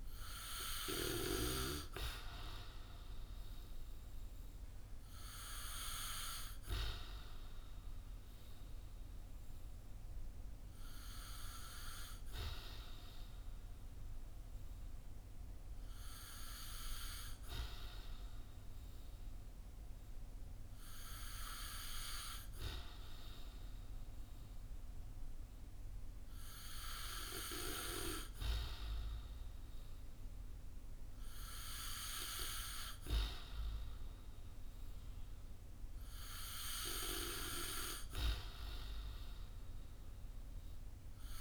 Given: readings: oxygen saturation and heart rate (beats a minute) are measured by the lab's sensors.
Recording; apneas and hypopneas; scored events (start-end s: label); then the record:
breathing in sleep by a room microphone; none
none scored
From the record:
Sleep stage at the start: N2 (light sleep); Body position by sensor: on the back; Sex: male